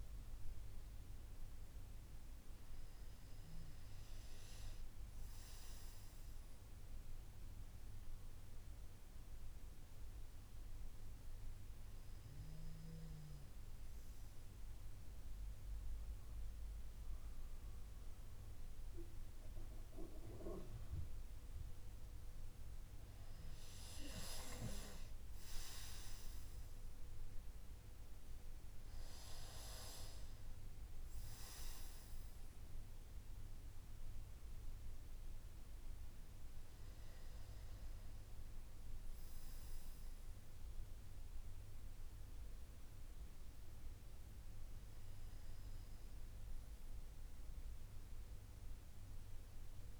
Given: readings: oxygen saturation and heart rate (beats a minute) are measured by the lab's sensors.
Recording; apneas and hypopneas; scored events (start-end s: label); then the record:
breathing in sleep by a room microphone; none
47.50-50.00 s: new sleep stage, N2 (light sleep)
From the record:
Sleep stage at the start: N1 (lightest sleep); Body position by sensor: on the right side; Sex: male